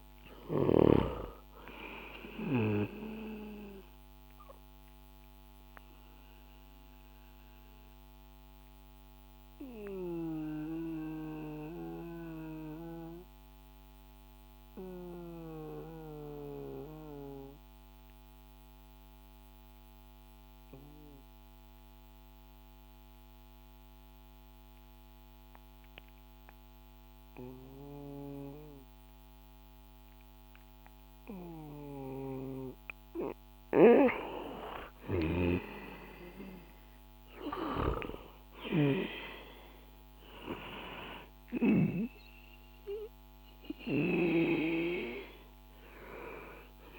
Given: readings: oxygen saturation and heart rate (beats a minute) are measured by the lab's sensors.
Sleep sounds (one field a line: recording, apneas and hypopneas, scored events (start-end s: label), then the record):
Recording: breathing in sleep by a microphone on the trachea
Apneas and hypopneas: 1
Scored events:
2.50-31.00 s: obstructive apnea (oxygen 97% before, 91% lowest, heart rate 64 before, 58 extreme, up 4 after)
33.00-46.99 s: oxygen desaturation (device-marked, oxygen 98% before, 91% lowest, heart rate 61 before, 62 extreme)
34.50-41.50 s: snoring (device-marked)
36.00-41.00 s: arousal
From the record:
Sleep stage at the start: N2 (light sleep)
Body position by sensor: on the back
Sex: male